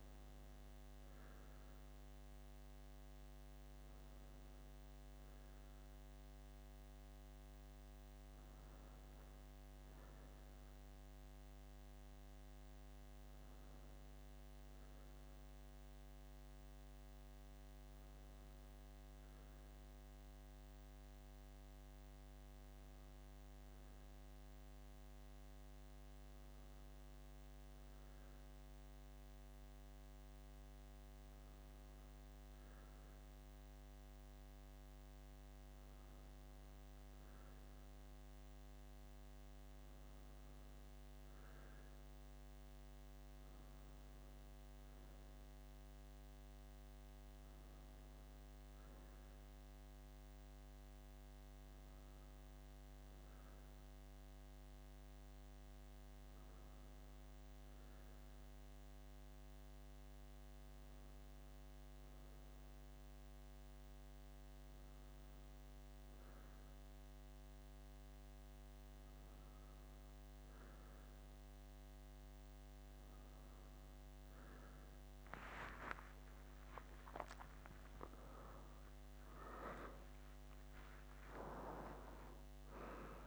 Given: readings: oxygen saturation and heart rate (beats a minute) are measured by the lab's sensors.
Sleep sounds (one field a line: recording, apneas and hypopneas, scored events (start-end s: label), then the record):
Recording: breathing in sleep, hard to hear, by a microphone on the trachea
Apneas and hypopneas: none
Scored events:
74.50-80.50 s: arousal
From the record:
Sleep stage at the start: N2 (light sleep)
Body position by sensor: on the left side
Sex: male